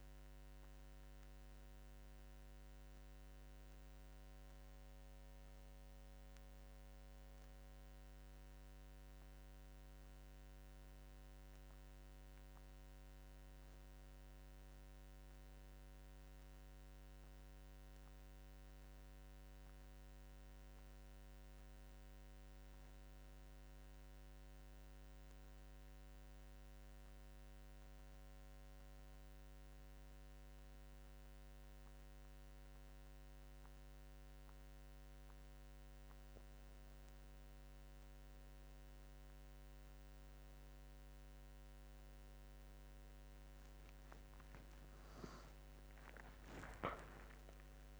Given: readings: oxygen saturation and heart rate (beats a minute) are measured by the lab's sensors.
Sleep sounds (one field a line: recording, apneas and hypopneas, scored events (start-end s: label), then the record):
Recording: breathing in sleep, hard to hear, by a microphone on the trachea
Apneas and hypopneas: 1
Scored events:
14.50-18.00 s: arousal
25.00-36.50 s: central apnea (oxygen 97% before, 91% lowest, heart rate 68 before, 65 extreme, up 12 after)
43.00-46.00 s: arousal
From the record:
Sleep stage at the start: N2 (light sleep)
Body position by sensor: on the back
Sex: male